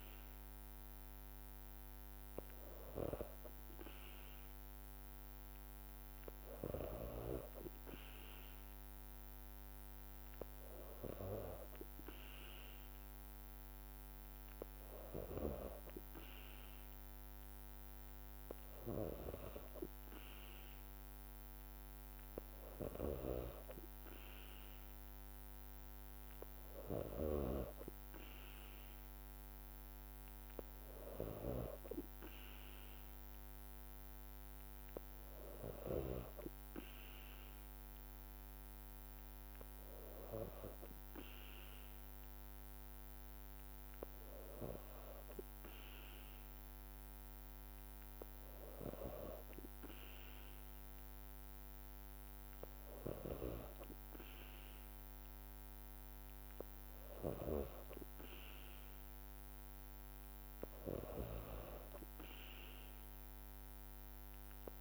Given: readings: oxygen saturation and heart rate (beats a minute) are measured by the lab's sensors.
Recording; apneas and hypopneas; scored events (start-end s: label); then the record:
breathing in sleep by a microphone on the trachea; none
none scored
From the record:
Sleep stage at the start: N2 (light sleep); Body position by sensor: on the back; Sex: female